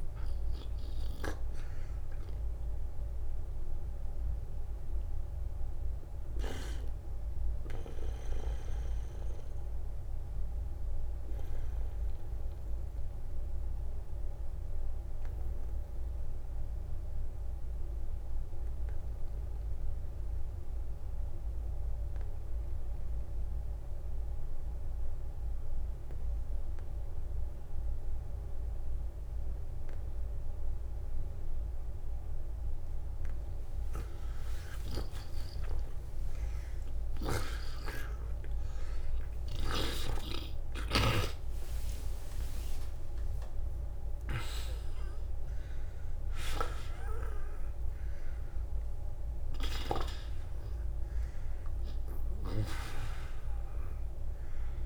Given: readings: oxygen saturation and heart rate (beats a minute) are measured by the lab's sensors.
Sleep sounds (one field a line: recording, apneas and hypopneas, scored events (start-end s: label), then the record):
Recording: breathing in sleep by a room microphone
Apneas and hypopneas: 1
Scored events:
1.00-25.00 s: oxygen desaturation (device-marked, oxygen 89% before, 76% lowest, heart rate 77 before, 38 extreme)
1.50-31.00 s: obstructive apnea (oxygen 92% before, 76% lowest, heart rate 77 before, 38 extreme, up 24 after)
33.00-37.50 s: arousal
41.00-47.00 s: oxygen desaturation (device-marked, oxygen 96% before, 92% lowest, heart rate 53 before, 55 extreme)
From the record:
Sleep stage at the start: N2 (light sleep)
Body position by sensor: on the back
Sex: male